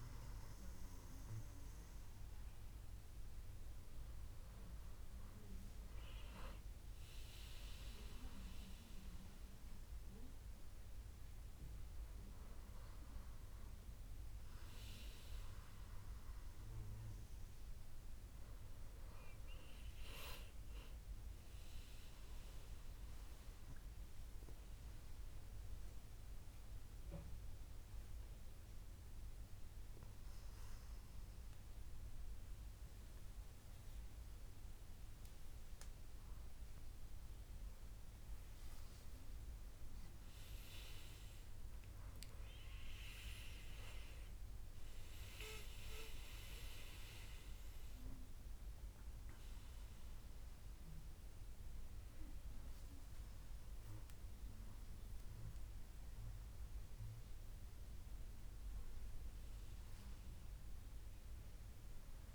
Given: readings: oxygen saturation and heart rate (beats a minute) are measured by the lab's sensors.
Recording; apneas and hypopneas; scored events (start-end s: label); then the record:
breathing in sleep by a room microphone; 1
23.50-37.50 s: mixed apnea (oxygen 97% before, 94% lowest, heart rate 74 before, 77 extreme, up 3 after)
40.00-43.00 s: arousal
41.00-56.00 s: oxygen desaturation (device-marked, oxygen 97% before, 94% lowest, heart rate 80 before, 74 extreme)
51.00-62.35 s: new sleep stage, N2 (light sleep)
From the record:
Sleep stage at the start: N1 (lightest sleep); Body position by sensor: on the back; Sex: male